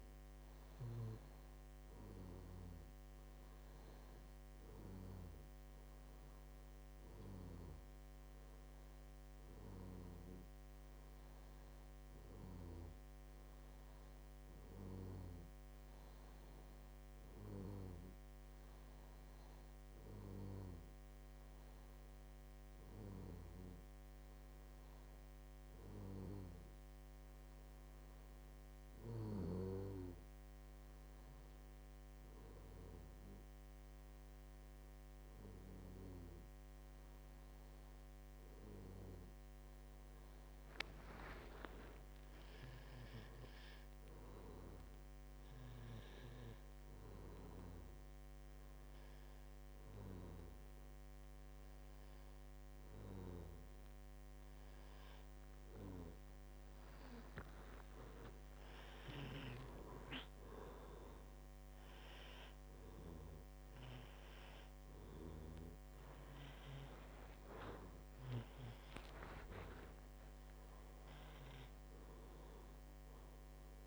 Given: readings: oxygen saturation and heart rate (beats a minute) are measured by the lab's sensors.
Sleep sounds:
a person partly awake in a sleep study, by a microphone on the trachea; none
32.50-62.50 s: new sleep stage, awake
62.50-73.87 s: new sleep stage, N1 (lightest sleep)
From the record:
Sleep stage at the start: N2 (light sleep); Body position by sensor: on the back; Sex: male

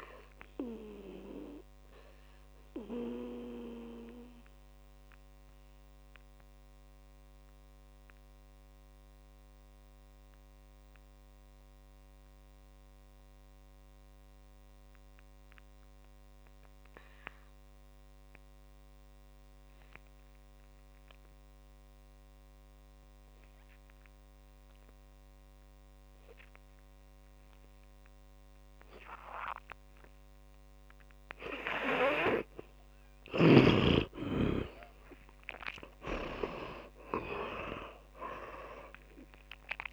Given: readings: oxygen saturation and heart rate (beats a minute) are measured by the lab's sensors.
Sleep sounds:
breathing in sleep by a microphone on the trachea; 1
0.00-20.00 s: oxygen desaturation (device-marked, oxygen 82% lowest, heart rate 49 extreme)
2.00-31.50 s: mixed apnea (oxygen 99% before, 81% lowest, heart rate 64 before, 49 extreme, up 12 after)
30.00-39.92 s: oxygen desaturation (device-marked, oxygen 100% before, 81% lowest, heart rate 60 before, 53 extreme)
34.00-39.50 s: arousal
From the record:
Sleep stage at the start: N2 (light sleep); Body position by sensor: on the back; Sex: male

